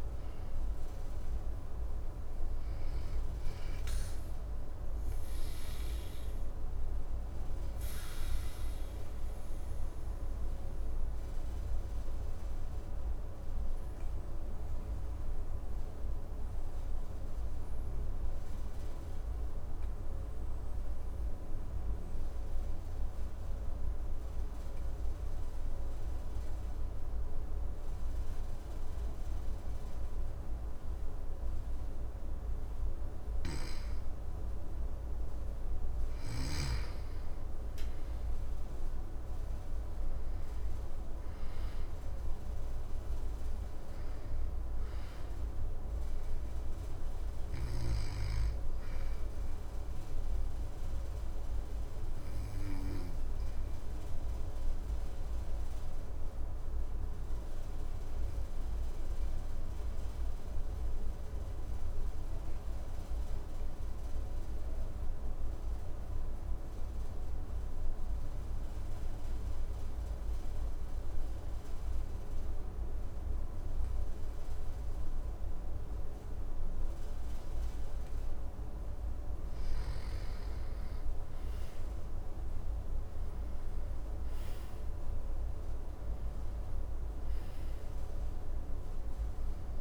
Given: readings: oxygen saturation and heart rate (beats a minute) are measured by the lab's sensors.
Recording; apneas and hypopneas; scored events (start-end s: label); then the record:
breathing in sleep, hard to hear, by a room microphone; 2
0.00-25.00 s: oxygen desaturation (device-marked, oxygen 86% lowest, heart rate 52 extreme)
7.00-33.00 s: obstructive apnea (oxygen 99% before, 86% lowest, heart rate 60 before, 52 extreme, up 7 after)
32.50-36.00 s: snoring (device-marked)
35.50-39.00 s: arousal
39.00-61.00 s: oxygen desaturation (device-marked, oxygen 99% before, 91% lowest, heart rate 55 before, 52 extreme)
47.50-77.00 s: obstructive apnea (oxygen 100% before, 89% lowest, heart rate 57 before, 52 extreme, up 8 after)
79.00-89.81 s: oxygen desaturation (device-marked, oxygen 98% before, 89% lowest, heart rate 53 before, 52 extreme)
80.50-85.00 s: arousal
From the record:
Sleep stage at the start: N2 (light sleep); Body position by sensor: on the back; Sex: male